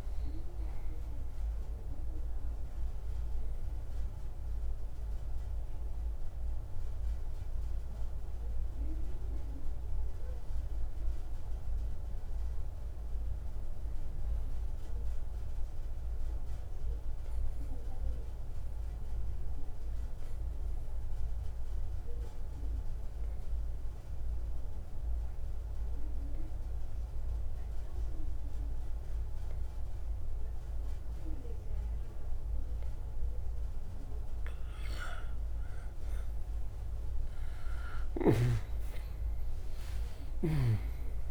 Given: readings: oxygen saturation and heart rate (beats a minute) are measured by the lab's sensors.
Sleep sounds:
breathing in sleep by a room microphone; 1
0.00-23.50 s: oxygen desaturation (device-marked, oxygen 87% lowest, heart rate 56 extreme)
6.50-34.50 s: obstructive apnea (oxygen 96% before, 84% lowest, heart rate 62 before, 56 extreme, up 8 after)
38.50-41.31 s: oxygen desaturation (device-marked, oxygen 97% before, 84% lowest, heart rate 58 before, 57 extreme)
40.00-41.31 s: arousal
From the record:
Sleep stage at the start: N2 (light sleep); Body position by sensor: on the right side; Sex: male

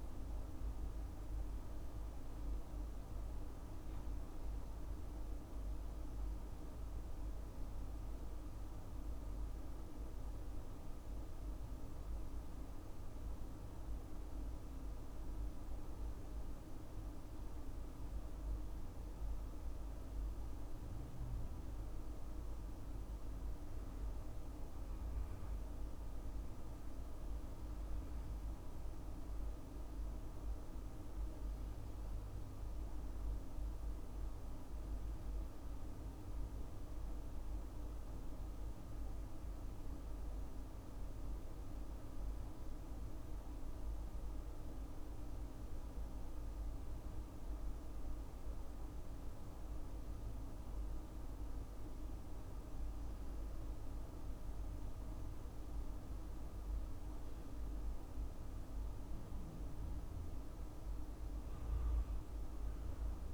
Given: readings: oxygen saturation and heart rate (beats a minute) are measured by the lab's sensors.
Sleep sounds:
breathing in sleep, hard to hear, by a room microphone; none
none scored
From the record:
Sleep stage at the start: N2 (light sleep); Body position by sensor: on the left side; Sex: male

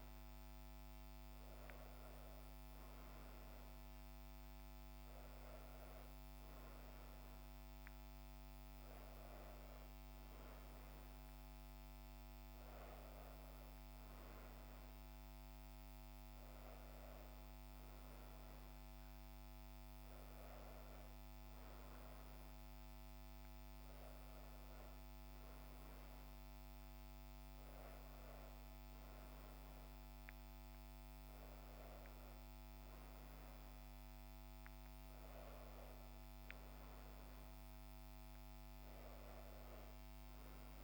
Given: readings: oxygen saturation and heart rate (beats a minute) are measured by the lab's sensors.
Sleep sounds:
breathing in sleep, hard to hear, by a microphone on the trachea; none
none scored
From the record:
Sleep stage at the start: N2 (light sleep); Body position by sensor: on the back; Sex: female

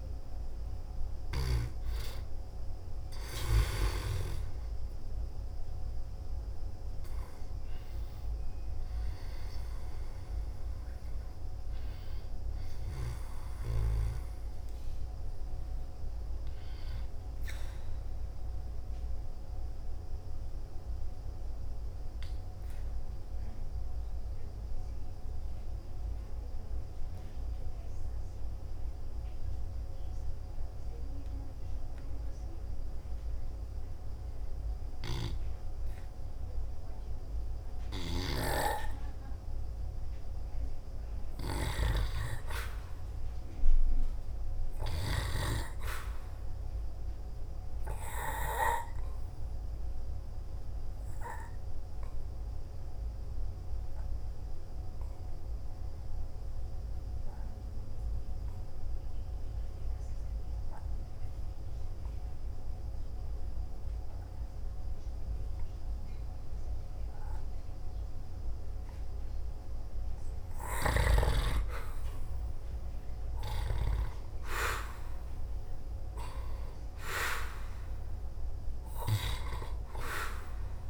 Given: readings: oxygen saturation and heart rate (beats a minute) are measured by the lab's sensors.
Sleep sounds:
breathing in sleep by a room microphone; 2
0.00-1.00 s: arousal
20.00-36.50 s: obstructive apnea (oxygen 97% before, 89% lowest, heart rate 61 before, 55 extreme, up 0 after)
21.50-34.50 s: oxygen desaturation (device-marked, oxygen 94% before, 89% lowest, heart rate 62 before, 55 extreme)
39.50-43.00 s: arousal
49.00-70.50 s: obstructive apnea (oxygen 98% before, 88% lowest, heart rate 57 before, 56 extreme, up 0 after)
50.50-69.50 s: oxygen desaturation (device-marked, oxygen 98% before, 90% lowest, heart rate 56 before, 56 extreme)
72.50-76.00 s: arousal
From the record:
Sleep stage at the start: N2 (light sleep); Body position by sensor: on the back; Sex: male

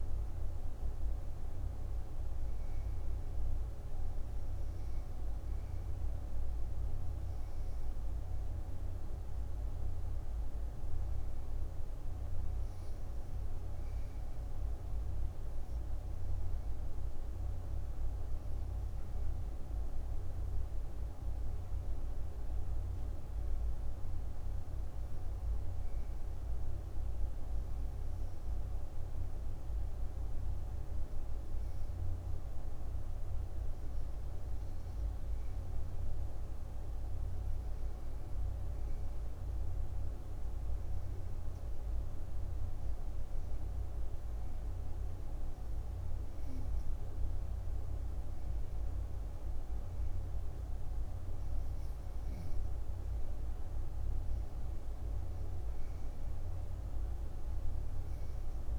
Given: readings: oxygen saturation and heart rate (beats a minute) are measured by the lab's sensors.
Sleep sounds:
breathing in sleep, hard to hear, by a room microphone; 1
0.00-12.50 s: oxygen desaturation (device-marked, oxygen 92% lowest, heart rate 61 extreme)
19.00-23.50 s: arousal
25.00-38.50 s: hypopnea (oxygen 94% before, 89% lowest, heart rate 63 before, 60 extreme, up 6 after)
41.00-44.50 s: arousal
From the record:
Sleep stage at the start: N2 (light sleep); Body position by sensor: on the back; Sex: female

